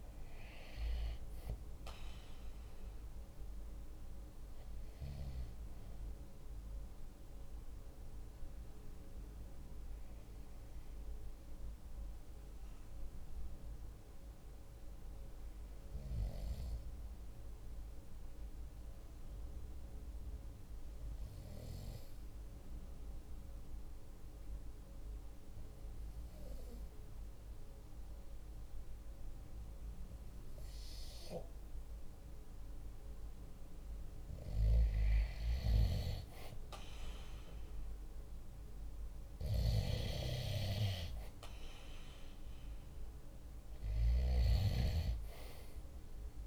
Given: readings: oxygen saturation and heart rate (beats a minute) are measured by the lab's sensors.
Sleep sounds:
breathing in sleep by a room microphone; 1
0.00-14.50 s: oxygen desaturation (device-marked, oxygen 92% lowest, heart rate 45 extreme)
10.00-32.50 s: obstructive apnea (oxygen 96% before, 93% lowest, heart rate 47 before, 46 extreme, up 0 after)
35.00-39.00 s: arousal
44.50-46.47 s: oxygen desaturation (device-marked, oxygen 97% before, 93% lowest, heart rate 46 before, 45 extreme)
From the record:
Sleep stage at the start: N2 (light sleep); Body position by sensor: on the right side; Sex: male

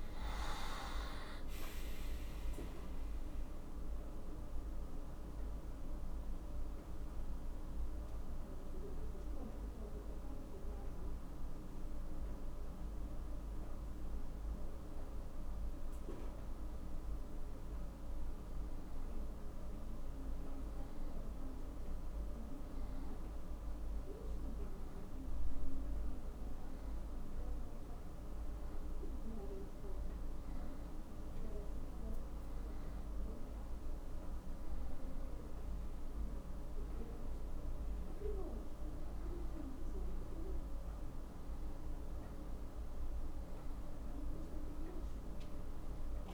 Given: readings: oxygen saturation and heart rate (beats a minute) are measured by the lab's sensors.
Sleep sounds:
breathing in sleep, hard to hear, by a room microphone; none
none scored
From the record:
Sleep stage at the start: N1 (lightest sleep); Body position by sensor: on the back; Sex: male

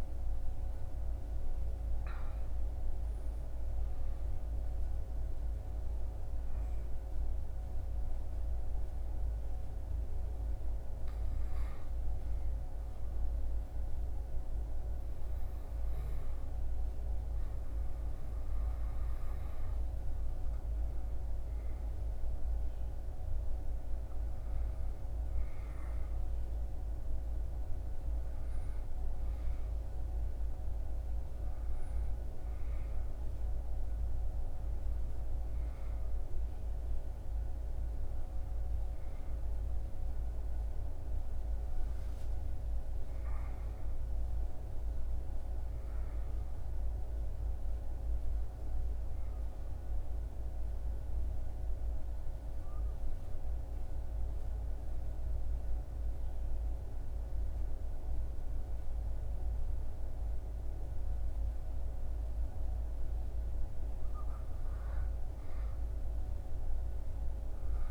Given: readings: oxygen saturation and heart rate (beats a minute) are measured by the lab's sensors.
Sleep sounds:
breathing in sleep, hard to hear, by a room microphone; 2
7.50-20.00 s: hypopnea (oxygen 99% before, 94% lowest, heart rate 83 before, 72 extreme, up 3 after)
23.00-27.00 s: arousal
49.00-67.91 s: new sleep stage, N2 (light sleep)
50.00-62.50 s: obstructive apnea (oxygen 99% before, 94% lowest, heart rate 79 before, 68 extreme, up 8 after)
65.00-67.91 s: oxygen desaturation (device-marked, oxygen 98% before, 94% lowest, heart rate 75 before, 68 extreme)
65.50-67.91 s: arousal
From the record:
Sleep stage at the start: N1 (lightest sleep); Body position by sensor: on the back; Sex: male

